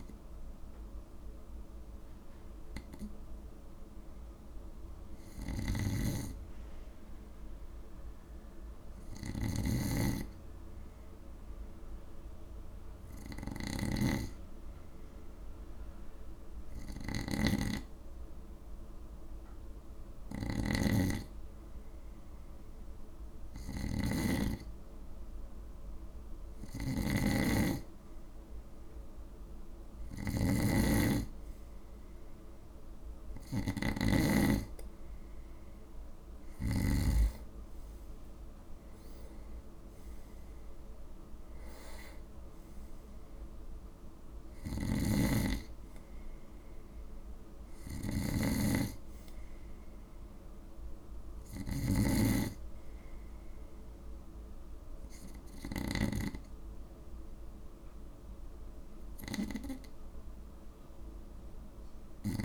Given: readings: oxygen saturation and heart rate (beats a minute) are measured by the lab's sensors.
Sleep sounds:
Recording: breathing in sleep by a room microphone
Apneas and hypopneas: 1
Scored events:
0.00-1.00 s: oxygen desaturation (device-marked, oxygen 91% lowest, heart rate 54 extreme)
3.00-6.00 s: arousal
5.50-37.00 s: snoring (device-marked)
9.00-27.50 s: hypopnea (oxygen 97% before, 93% lowest, heart rate 55 before, 54 extreme, up 2 after)
33.50-36.50 s: arousal
44.50-56.00 s: snoring (device-marked)
From the record:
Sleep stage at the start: N2 (light sleep)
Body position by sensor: on the right side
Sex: male

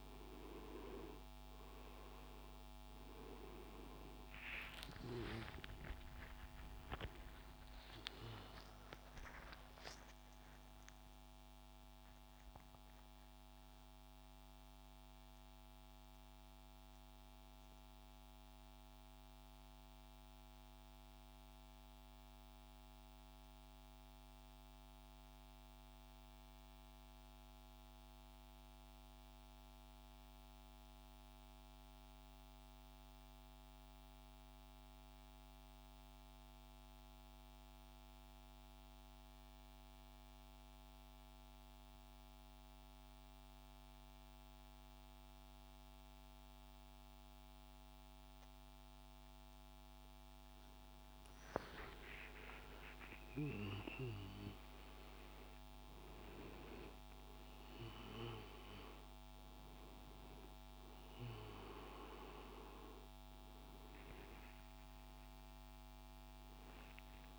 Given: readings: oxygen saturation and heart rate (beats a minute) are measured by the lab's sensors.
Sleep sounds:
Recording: breathing in sleep by a microphone on the trachea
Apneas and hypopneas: 1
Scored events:
0.00-23.50 s: oxygen desaturation (device-marked, oxygen 92% lowest, heart rate 41 extreme)
4.50-9.00 s: arousal
17.50-49.00 s: mixed apnea (oxygen 97% before, 91% lowest, heart rate 97 before, 41 extreme)
45.50-66.50 s: oxygen desaturation (device-marked, oxygen 98% before, 91% lowest)
51.00-56.00 s: arousal
From the record:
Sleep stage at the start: N2 (light sleep)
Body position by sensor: on the right side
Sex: male

